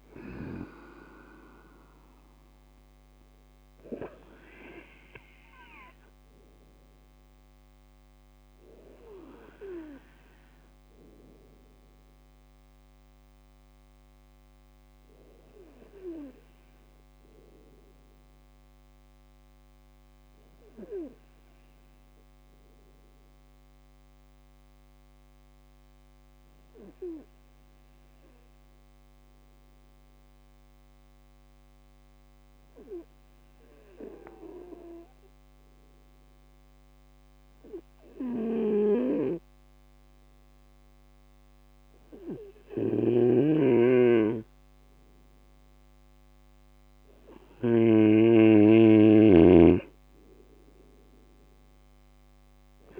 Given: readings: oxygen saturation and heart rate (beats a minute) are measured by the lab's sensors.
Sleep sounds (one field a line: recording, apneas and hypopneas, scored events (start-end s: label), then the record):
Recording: breathing in sleep by a microphone on the trachea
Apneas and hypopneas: 1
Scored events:
15.00-47.00 s: hypopnea (oxygen 98% before, 96% lowest, heart rate 63 before, 59 extreme, up 2 after)
42.50-53.00 s: snoring (device-marked)
49.50-53.00 s: arousal
From the record:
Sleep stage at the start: N2 (light sleep)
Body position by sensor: on the right side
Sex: male